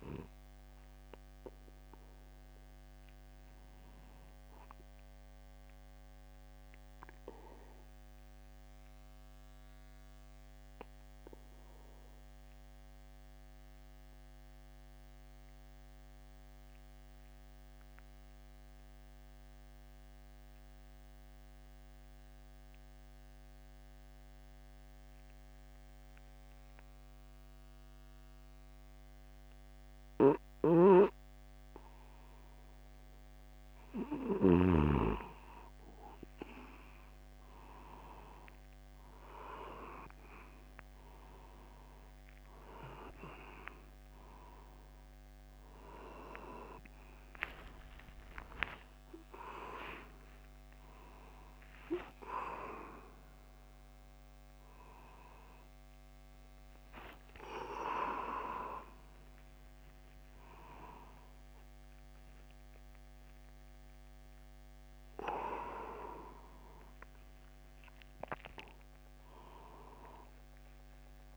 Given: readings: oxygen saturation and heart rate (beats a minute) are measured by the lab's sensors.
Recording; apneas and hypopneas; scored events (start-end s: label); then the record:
a person partly awake in a sleep study, by a microphone on the trachea; 1
6.50-32.50 s: obstructive apnea (oxygen 98% before, 92% lowest, heart rate 49 before, 49 extreme, up 1 after)
30.50-35.00 s: snoring (device-marked)
47.00-71.37 s: new sleep stage, awake
47.50-49.50 s: long interval between heartbeats (device-marked, heart rate 50 before, 60 extreme)
50.00-71.37 s: oxygen desaturation (device-marked, oxygen 96% before, 92% lowest, heart rate 52 before, 50 extreme)
50.50-52.50 s: long interval between heartbeats (device-marked, heart rate 52 before, 79 extreme)
52.50-54.50 s: long interval between heartbeats (device-marked, heart rate 55 before, 94 extreme)
57.00-59.00 s: long interval between heartbeats (device-marked, heart rate 66 before, 107 extreme)
60.00-62.00 s: long interval between heartbeats (device-marked, heart rate 76 before, 146 extreme)
64.00-66.00 s: long interval between heartbeats (device-marked, heart rate 96 before, 117 extreme)
66.50-68.50 s: long interval between heartbeats (device-marked, heart rate 105 before, 84 extreme)
From the record:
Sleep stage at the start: N2 (light sleep); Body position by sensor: upright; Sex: male